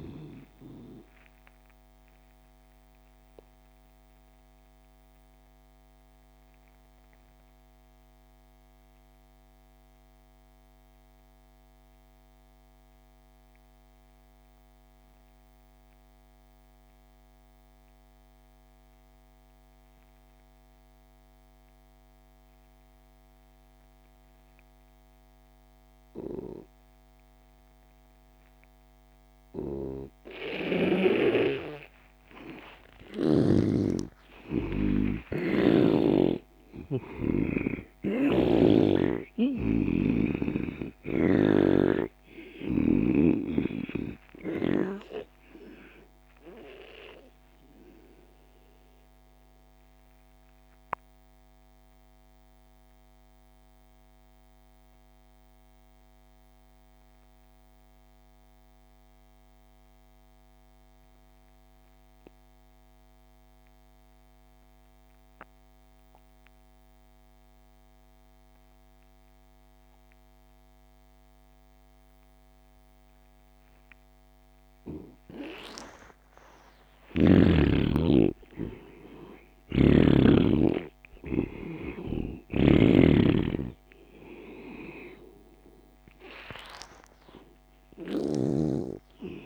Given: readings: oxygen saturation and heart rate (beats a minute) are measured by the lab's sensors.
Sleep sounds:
breathing in sleep by a microphone on the trachea; 2
0.00-6.00 s: oxygen desaturation (device-marked, oxygen 83% lowest)
1.50-30.50 s: obstructive apnea (oxygen 98% before, 83% lowest)
27.00-57.00 s: oxygen desaturation (device-marked, oxygen 98% before, 85% lowest)
32.00-37.50 s: arousal
38.00-41.50 s: snoring (device-marked)
44.00-74.00 s: obstructive apnea (oxygen 99% before, 81% lowest)
70.00-89.46 s: oxygen desaturation (device-marked, oxygen 99% before, 81% lowest)
76.50-80.00 s: arousal
82.00-88.50 s: snoring (device-marked)
From the record:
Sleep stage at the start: N2 (light sleep); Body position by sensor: on the back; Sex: male

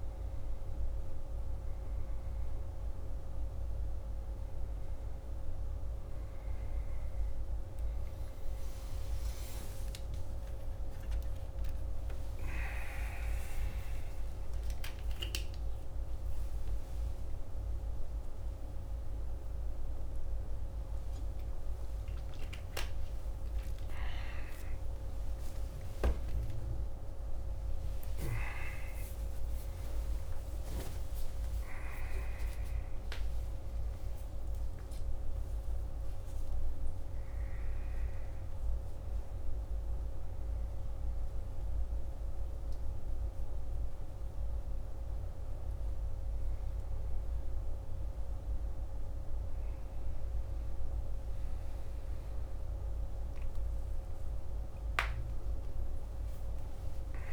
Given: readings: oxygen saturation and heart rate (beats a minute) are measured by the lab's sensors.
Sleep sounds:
a person awake in a sleep study, by a room microphone; none
9.00-57.33 s: new sleep stage, awake
From the record:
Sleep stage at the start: N1 (lightest sleep); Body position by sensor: on the back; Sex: male

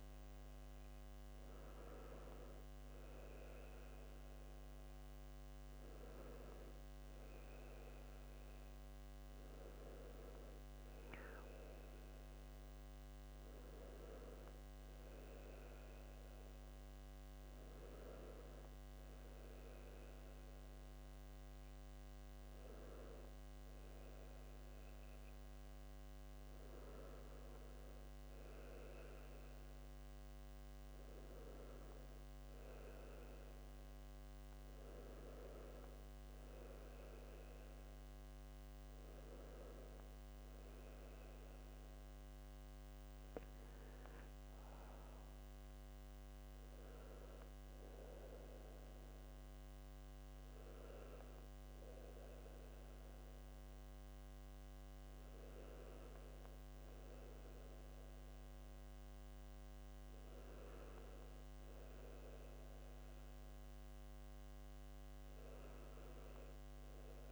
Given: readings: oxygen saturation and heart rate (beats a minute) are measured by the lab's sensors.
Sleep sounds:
breathing in sleep by a microphone on the trachea; none
none scored
From the record:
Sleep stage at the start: N2 (light sleep); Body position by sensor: on the back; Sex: male

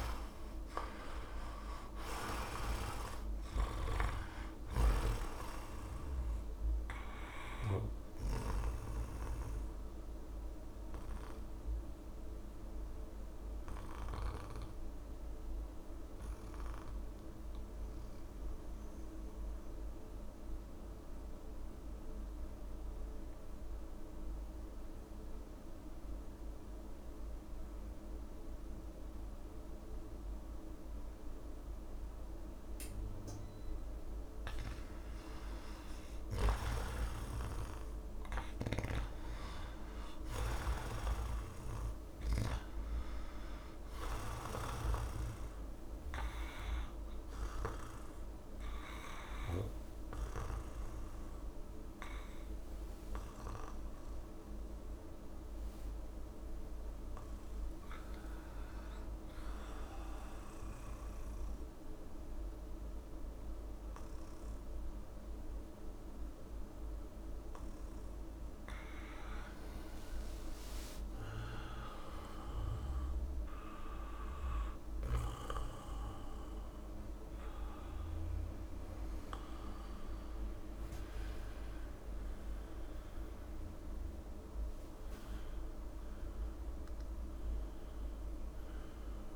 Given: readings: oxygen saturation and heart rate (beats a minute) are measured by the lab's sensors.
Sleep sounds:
breathing in sleep by a room microphone; 2
0.00-5.00 s: snoring (device-marked)
0.00-19.00 s: oxygen desaturation (device-marked, oxygen 79% lowest)
9.50-33.50 s: central apnea (oxygen 98% before, 79% lowest)
32.00-34.00 s: long interval between heartbeats (device-marked)
35.00-39.00 s: arousal
40.00-59.00 s: oxygen desaturation (device-marked, oxygen 98% before, 88% lowest)
46.50-68.50 s: obstructive apnea (oxygen 99% before, 88% lowest)
63.00-89.36 s: new sleep stage, N2 (light sleep)
70.00-75.00 s: arousal
From the record:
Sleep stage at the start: REM sleep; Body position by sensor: on the back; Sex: male

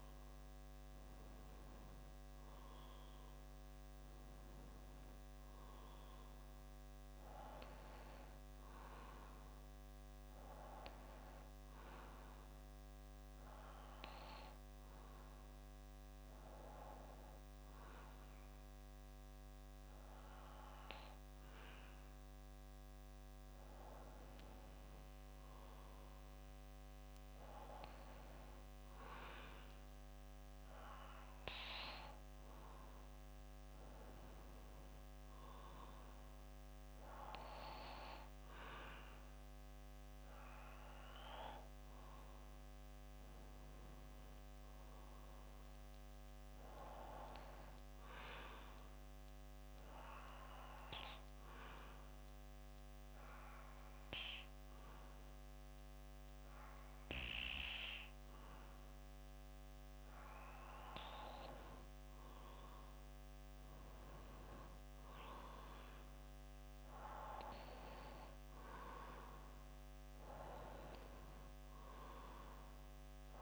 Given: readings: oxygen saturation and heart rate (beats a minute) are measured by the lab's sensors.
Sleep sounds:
breathing in sleep by a microphone on the trachea; 2
0.00-1.00 s: arousal
12.00-25.50 s: obstructive apnea (oxygen 94% before, 92% lowest, heart rate 62 before, 59 extreme, up 2 after)
18.00-23.00 s: bradycardia (device-marked, heart rate 63 before, 59 extreme)
28.00-31.50 s: arousal
51.50-62.50 s: obstructive apnea (oxygen 94% before, 92% lowest, heart rate 62 before, 60 extreme, up 2 after)
67.00-71.00 s: arousal
From the record:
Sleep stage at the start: N2 (light sleep); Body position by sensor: on the back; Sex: male

